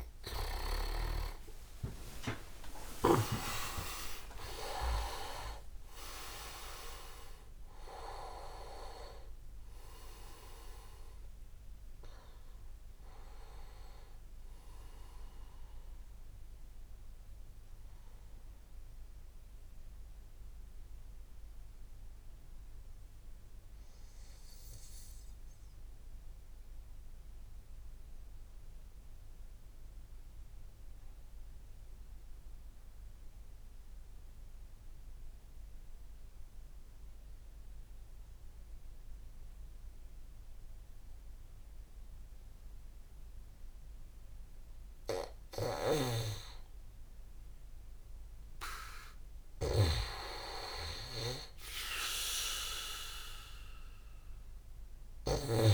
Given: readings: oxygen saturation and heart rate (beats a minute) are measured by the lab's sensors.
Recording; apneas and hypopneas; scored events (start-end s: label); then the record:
breathing in sleep by a room microphone; 1
0.00-9.00 s: leg movement (device-marked)
0.50-5.50 s: arousal
1.00-12.00 s: oxygen desaturation (device-marked, oxygen 97% before, 94% lowest)
19.00-25.00 s: tachycardia (device-marked, heart rate 60 before, 103 extreme)
20.00-44.50 s: mixed apnea (oxygen 97% before, 93% lowest)
45.00-55.00 s: snoring (device-marked)
48.50-53.50 s: arousal
From the record:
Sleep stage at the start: N2 (light sleep); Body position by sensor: on the back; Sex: male